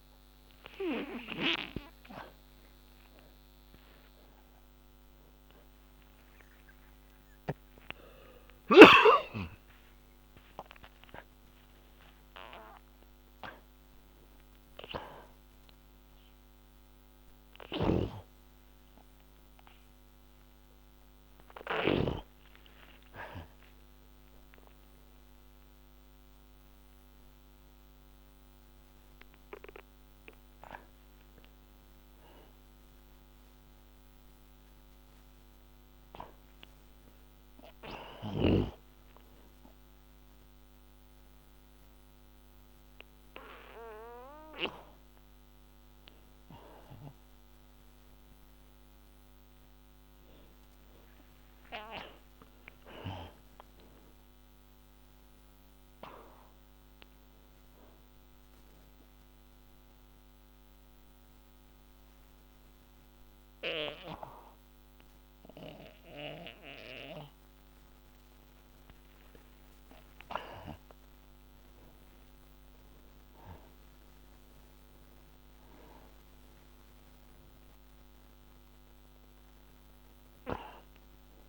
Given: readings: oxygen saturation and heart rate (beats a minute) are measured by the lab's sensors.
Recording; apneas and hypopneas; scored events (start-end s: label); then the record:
breathing in sleep by a microphone on the trachea; 1
1.00-5.00 s: oxygen desaturation (device-marked, oxygen 94% before, 90% lowest, heart rate 75 before, 60 extreme)
10.00-14.50 s: arousal
12.00-28.00 s: oxygen desaturation (device-marked, oxygen 93% before, 85% lowest, heart rate 75 before, 48 extreme)
17.50-22.50 s: snoring (device-marked)
38.00-56.00 s: oxygen desaturation (device-marked, oxygen 94% before, 86% lowest, heart rate 67 before, 56 extreme)
48.00-51.50 s: arousal
59.50-70.00 s: mixed apnea (oxygen 94% before, 78% lowest, heart rate 85 before, 58 extreme, up 21 after)
62.00-71.00 s: oxygen desaturation (device-marked, oxygen 91% before, 84% lowest, heart rate 83 before, 64 extreme)
71.50-76.00 s: arousal
76.00-81.49 s: oxygen desaturation (device-marked, oxygen 88% before, 78% lowest, heart rate 66 before, 59 extreme)
From the record:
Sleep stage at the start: N2 (light sleep); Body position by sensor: on the back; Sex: male